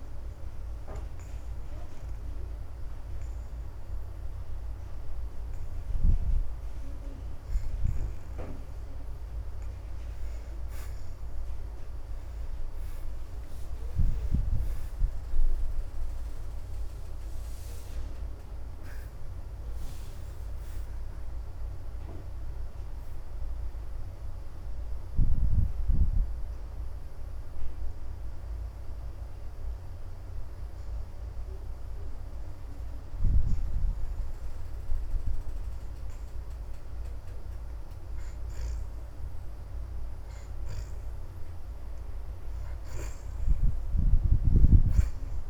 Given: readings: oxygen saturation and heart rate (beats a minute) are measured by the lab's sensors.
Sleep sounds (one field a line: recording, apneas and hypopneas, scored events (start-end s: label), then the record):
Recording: breathing in sleep by a room microphone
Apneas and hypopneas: 1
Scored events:
0.50-10.50 s: hypopnea (oxygen 79% before, 61% lowest, heart rate 82 before, 79 extreme, up 5 after)
2.50-16.50 s: oxygen desaturation (device-marked, oxygen 78% before, 62% lowest, heart rate 82 before, 77 extreme)
14.50-19.50 s: arousal
27.50-37.50 s: oxygen desaturation (device-marked, oxygen 77% before, 61% lowest, heart rate 83 before, 77 extreme)
43.00-45.50 s: arousal
44.50-45.50 s: oxygen desaturation (device-marked, oxygen 83% before, 78% lowest, heart rate 80 before, 80 extreme)
From the record:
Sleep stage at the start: N2 (light sleep)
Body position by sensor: on the back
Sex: female